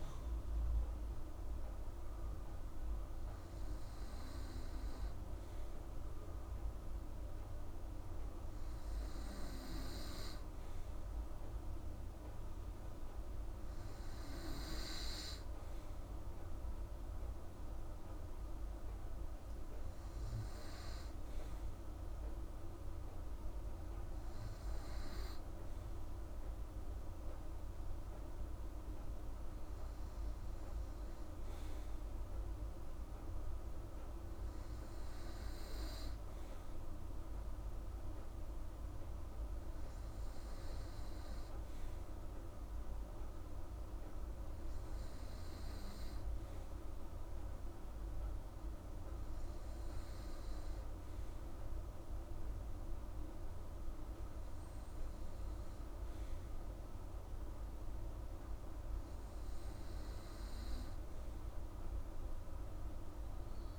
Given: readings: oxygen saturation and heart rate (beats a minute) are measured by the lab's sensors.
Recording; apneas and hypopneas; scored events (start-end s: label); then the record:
breathing in sleep, hard to hear, by a room microphone; none
none scored
From the record:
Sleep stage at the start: N2 (light sleep); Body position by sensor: on the right side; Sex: female